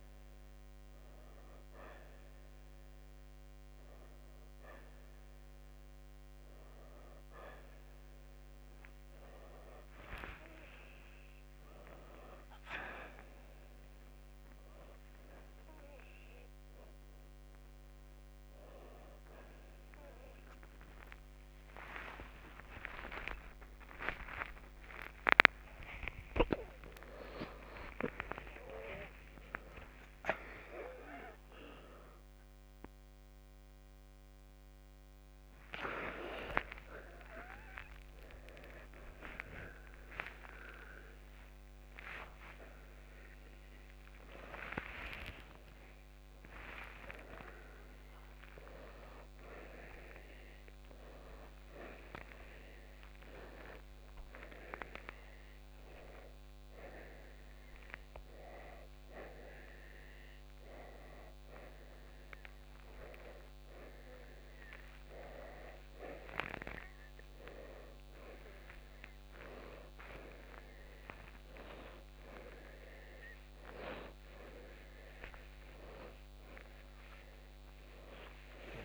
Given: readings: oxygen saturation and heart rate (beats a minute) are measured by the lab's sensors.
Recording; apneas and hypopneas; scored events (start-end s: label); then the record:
a person awake in a sleep study, by a microphone on the trachea; none
38.50-52.50 s: oxygen desaturation (device-marked, oxygen 91% before, 86% lowest, heart rate 82 before, 76 extreme)
63.50-71.50 s: oxygen desaturation (device-marked, oxygen 93% before, 89% lowest, heart rate 79 before, 75 extreme)
From the record:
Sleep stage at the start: awake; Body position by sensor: upright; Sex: male